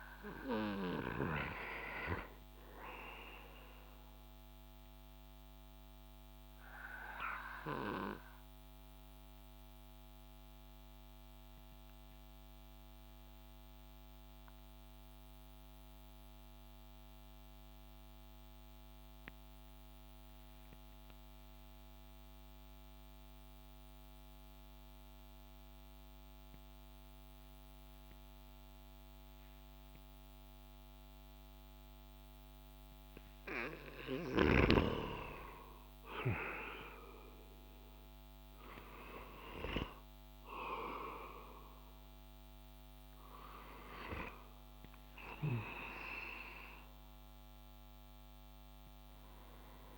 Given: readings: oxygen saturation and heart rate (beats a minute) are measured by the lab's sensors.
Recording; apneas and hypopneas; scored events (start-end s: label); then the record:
breathing in sleep by a microphone on the trachea; 1
0.00-9.50 s: oxygen desaturation (device-marked, oxygen 91% lowest)
4.50-34.00 s: mixed apnea (oxygen 96% before, 89% lowest)
32.50-49.97 s: oxygen desaturation (device-marked, oxygen 96% before, 89% lowest)
36.50-41.00 s: arousal
From the record:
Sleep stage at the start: N2 (light sleep); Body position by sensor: on the back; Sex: male